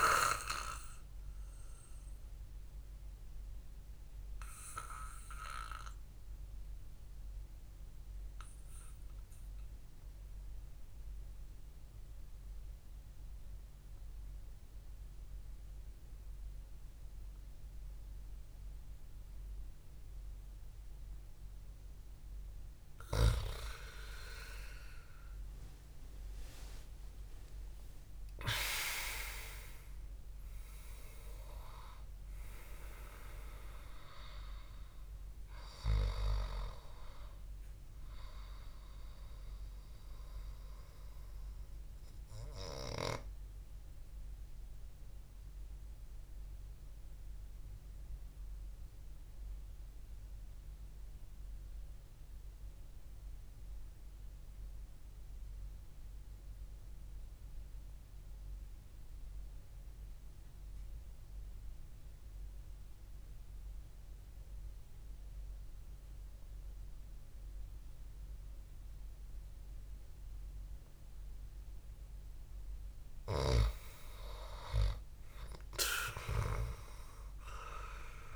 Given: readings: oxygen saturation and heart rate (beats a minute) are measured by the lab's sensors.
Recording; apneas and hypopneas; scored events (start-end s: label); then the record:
breathing in sleep by a room microphone; 2
3.50-22.50 s: obstructive apnea (oxygen 99% before, 94% lowest, heart rate 68 before, 63 extreme, up 6 after)
24.00-28.00 s: arousal
44.00-73.00 s: mixed apnea (oxygen 98% before, 92% lowest, heart rate 68 before, 62 extreme, up 4 after)
67.50-78.36 s: oxygen desaturation (device-marked, oxygen 99% before, 93% lowest, heart rate 68 before, 62 extreme)
75.00-78.36 s: arousal
From the record:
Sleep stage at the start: REM sleep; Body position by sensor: on the back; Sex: male